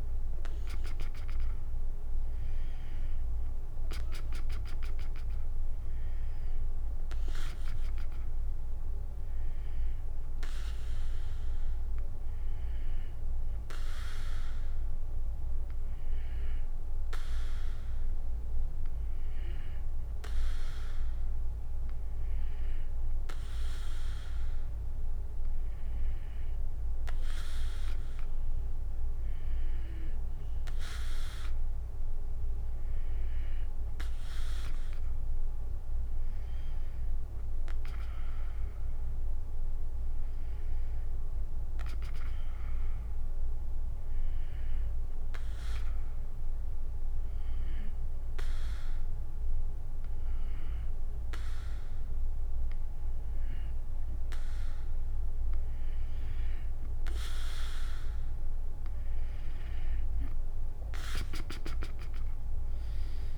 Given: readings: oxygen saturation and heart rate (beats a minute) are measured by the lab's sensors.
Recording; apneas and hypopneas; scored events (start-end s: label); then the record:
breathing in sleep by a room microphone; 1
0.00-8.50 s: tachycardia (device-marked, heart rate 179 extreme)
0.50-10.50 s: drop in pulse transit time (device-marked, heart rate 125 before, 129 extreme)
27.50-31.50 s: tachycardia (device-marked, heart rate 94 before, 109 extreme)
38.50-51.50 s: drop in pulse transit time (device-marked, heart rate 89 before, 76 extreme)
44.00-55.00 s: hypopnea (oxygen 94% before, 92% lowest, heart rate 91 before, 81 extreme, up 45 after)
55.50-63.38 s: tachycardia (device-marked, heart rate 94 before, 144 extreme)
From the record:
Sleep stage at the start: N2 (light sleep); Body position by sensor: on the back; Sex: female